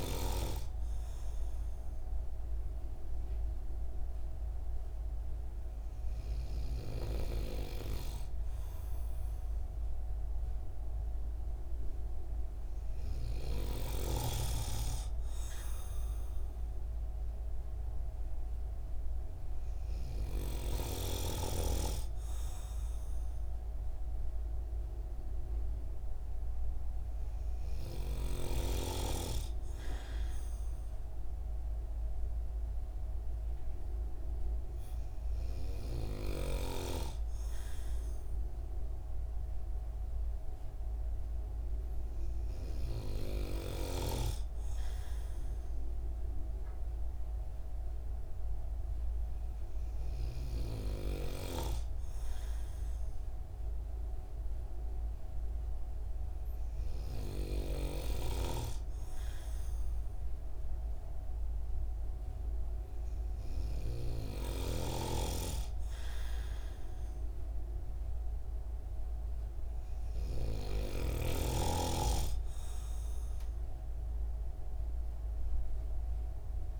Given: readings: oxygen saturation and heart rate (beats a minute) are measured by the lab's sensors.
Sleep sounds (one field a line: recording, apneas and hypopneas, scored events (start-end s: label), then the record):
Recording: breathing in sleep by a room microphone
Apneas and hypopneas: none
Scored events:
64.50-71.00 s: snoring (device-marked)
From the record:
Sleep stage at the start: N2 (light sleep)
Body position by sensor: on the right side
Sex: male